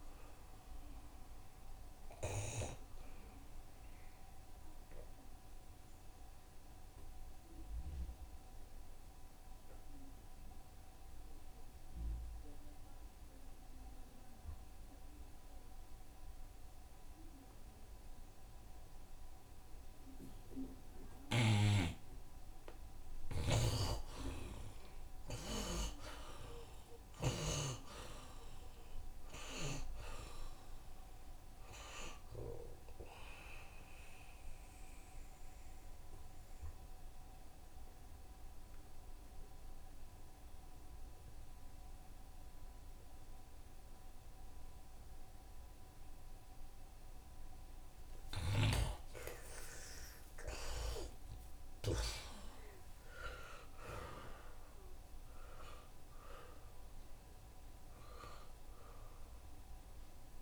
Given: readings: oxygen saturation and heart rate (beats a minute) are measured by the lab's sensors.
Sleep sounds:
breathing in sleep by a room microphone; 2
0.00-5.00 s: oxygen desaturation (device-marked, oxygen 82% before, 59% lowest)
0.00-60.42 s: bradycardia (device-marked)
2.50-21.00 s: obstructive apnea (oxygen 82% before, 54% lowest)
7.00-50.00 s: oxygen desaturation (device-marked, oxygen 75% before, 54% lowest)
22.50-26.00 s: arousal
23.50-28.00 s: snoring (device-marked)
30.00-60.42 s: new sleep stage, N2 (light sleep)
32.00-34.00 s: long interval between heartbeats (device-marked)
33.00-47.50 s: mixed apnea (oxygen 75% before, 54% lowest)
49.00-51.00 s: long interval between heartbeats (device-marked)
50.00-54.50 s: arousal
52.00-60.42 s: oxygen desaturation (device-marked, oxygen 82% before, 57% lowest)
53.50-55.50 s: long interval between heartbeats (device-marked)
56.00-58.00 s: long interval between heartbeats (device-marked)
59.00-60.42 s: long interval between heartbeats (device-marked, heart rate 30 before, 52 extreme)
From the record:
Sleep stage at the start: N1 (lightest sleep); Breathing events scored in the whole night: 199 in 3.3 hours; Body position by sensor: on the right side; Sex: male

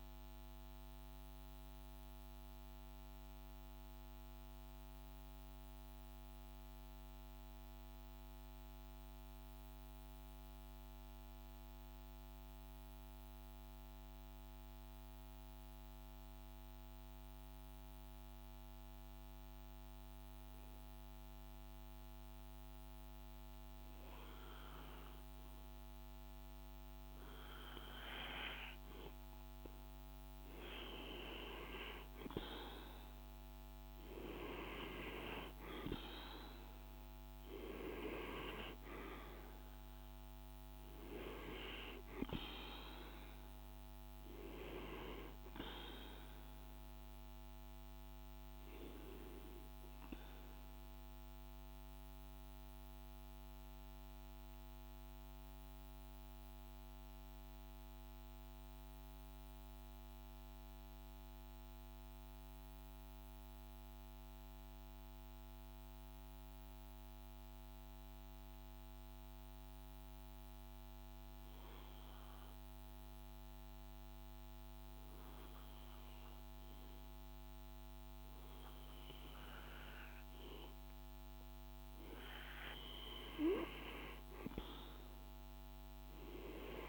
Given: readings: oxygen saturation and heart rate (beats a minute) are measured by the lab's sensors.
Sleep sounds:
breathing in sleep by a microphone on the trachea; 2
0.00-4.00 s: oxygen desaturation (device-marked, oxygen 91% lowest, heart rate 51 extreme)
6.50-23.50 s: hypopnea (oxygen 99% before, 91% lowest, heart rate 53 before, 52 extreme, up 3 after)
24.00-58.00 s: oxygen desaturation (device-marked, oxygen 99% before, 91% lowest, heart rate 52 before, 51 extreme)
28.50-33.00 s: arousal
51.00-70.50 s: central apnea (oxygen 98% before, 91% lowest, heart rate 55 before, 51 extreme, up 2 after)
72.00-76.00 s: arousal
72.00-86.89 s: oxygen desaturation (device-marked, oxygen 99% before, 91% lowest, heart rate 52 before, 52 extreme)
From the record:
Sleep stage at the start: N2 (light sleep); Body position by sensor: on the right side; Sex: male

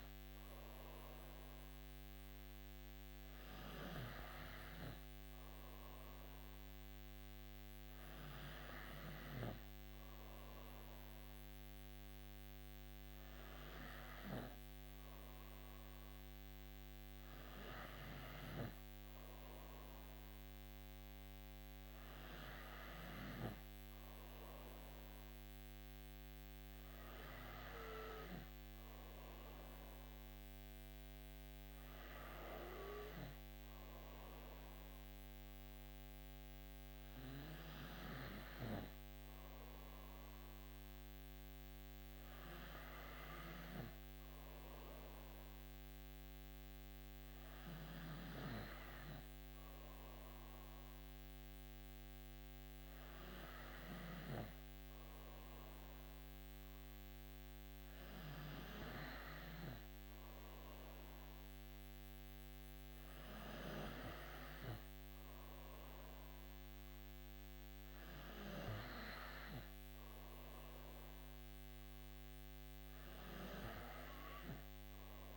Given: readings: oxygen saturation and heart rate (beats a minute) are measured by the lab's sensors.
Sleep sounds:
breathing in sleep by a microphone on the trachea; none
none scored
From the record:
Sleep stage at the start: N3 (deep sleep); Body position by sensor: on the right side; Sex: female

